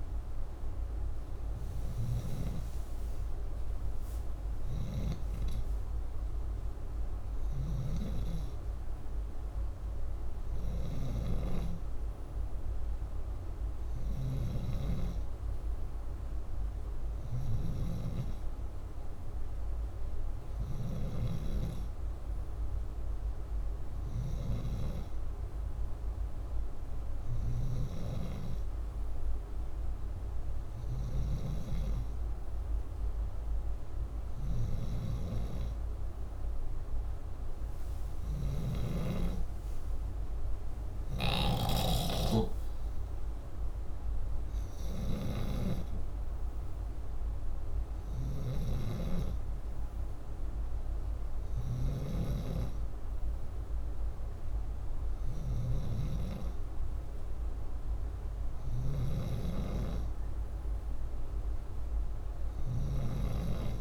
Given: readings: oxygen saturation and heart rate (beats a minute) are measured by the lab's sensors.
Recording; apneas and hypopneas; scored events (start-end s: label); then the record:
breathing in sleep by a room microphone; none
0.00-21.00 s: snoring (device-marked)
40.50-45.00 s: snoring (device-marked)
51.00-63.81 s: snoring (device-marked)
From the record:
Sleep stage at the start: N2 (light sleep); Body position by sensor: upright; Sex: male